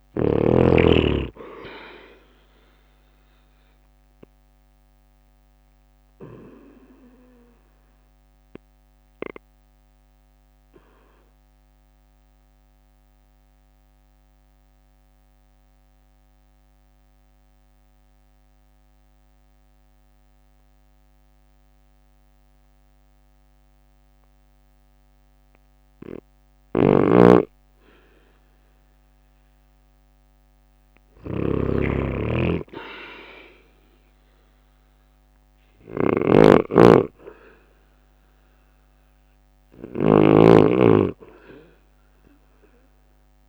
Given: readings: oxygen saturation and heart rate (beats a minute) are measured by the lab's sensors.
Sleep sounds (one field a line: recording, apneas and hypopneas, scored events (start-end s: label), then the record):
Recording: breathing in sleep by a microphone on the trachea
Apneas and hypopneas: 1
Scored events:
0.00-15.00 s: drop in pulse transit time (device-marked, heart rate 54 before, 53 extreme)
2.00-21.00 s: oxygen desaturation (device-marked, oxygen 98% before, 94% lowest, heart rate 54 before, 53 extreme)
5.50-26.50 s: obstructive apnea (oxygen 98% before, 91% lowest, heart rate 55 before, 53 extreme, up 6 after)
26.00-40.00 s: snoring (device-marked)
30.50-34.50 s: arousal
33.00-43.49 s: drop in pulse transit time (device-marked, heart rate 54 before, 55 extreme)
From the record:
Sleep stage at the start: N2 (light sleep)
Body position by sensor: on the right side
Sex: male